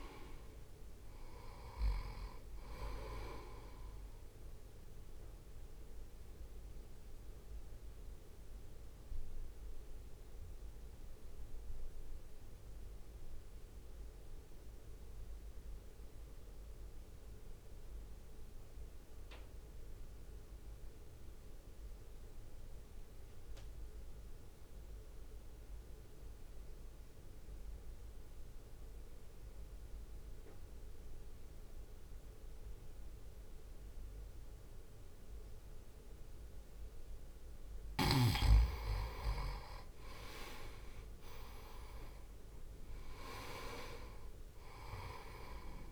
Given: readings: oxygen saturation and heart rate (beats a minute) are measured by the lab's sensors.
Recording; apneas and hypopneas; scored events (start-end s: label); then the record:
breathing in sleep by a room microphone; 1
0.00-10.50 s: drop in pulse transit time (device-marked, heart rate 52 extreme)
0.00-26.50 s: oxygen desaturation (device-marked, oxygen 89% lowest, heart rate 52 extreme)
4.50-35.50 s: mixed apnea (oxygen 97% before, 89% lowest, heart rate 59 before, 52 extreme, up 1 after)
40.00-43.50 s: arousal
40.50-45.92 s: oxygen desaturation (device-marked, oxygen 97% before, 91% lowest, heart rate 62 before, 52 extreme)
43.50-45.92 s: drop in pulse transit time (device-marked, heart rate 62 before, 52 extreme)
From the record:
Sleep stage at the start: N2 (light sleep); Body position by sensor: on the right side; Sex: male